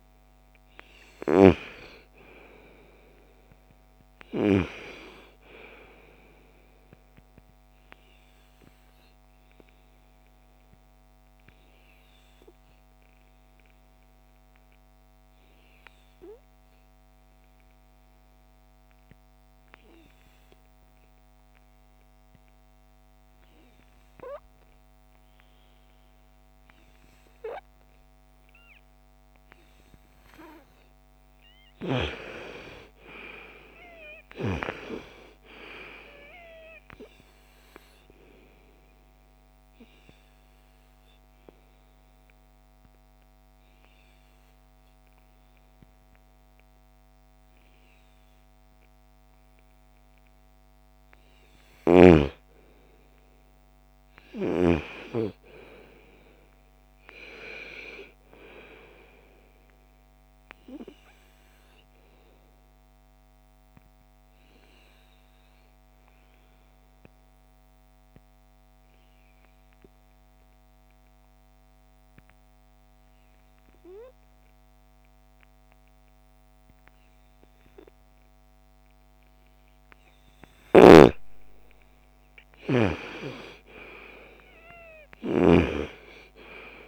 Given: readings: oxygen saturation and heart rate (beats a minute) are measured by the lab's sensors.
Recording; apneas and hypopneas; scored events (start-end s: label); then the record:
breathing in sleep by a microphone on the trachea; 3
0.50-18.50 s: oxygen desaturation (device-marked, oxygen 97% before, 92% lowest, heart rate 60 before, 37 extreme)
7.00-28.50 s: obstructive apnea (oxygen 97% before, 85% lowest, heart rate 60 before, 37 extreme, up 31 after)
29.50-50.50 s: oxygen desaturation (device-marked, oxygen 97% before, 85% lowest, heart rate 48 before, 55 extreme)
30.00-33.50 s: arousal
38.00-50.50 s: obstructive apnea (oxygen 97% before, 85% lowest, heart rate 48 before, 55 extreme, up 9 after)
52.00-56.00 s: arousal
59.50-71.50 s: oxygen desaturation (device-marked, oxygen 98% before, 94% lowest, heart rate 63 before, 55 extreme)
62.50-79.00 s: obstructive apnea (oxygen 98% before, 85% lowest, heart rate 63 before, 55 extreme, up 15 after)
78.50-86.88 s: oxygen desaturation (device-marked, oxygen 98% before, 88% lowest, heart rate 62 before, 33 extreme)
79.50-86.88 s: snoring (device-marked)
82.00-86.50 s: arousal
From the record:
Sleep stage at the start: N2 (light sleep); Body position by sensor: on the right side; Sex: female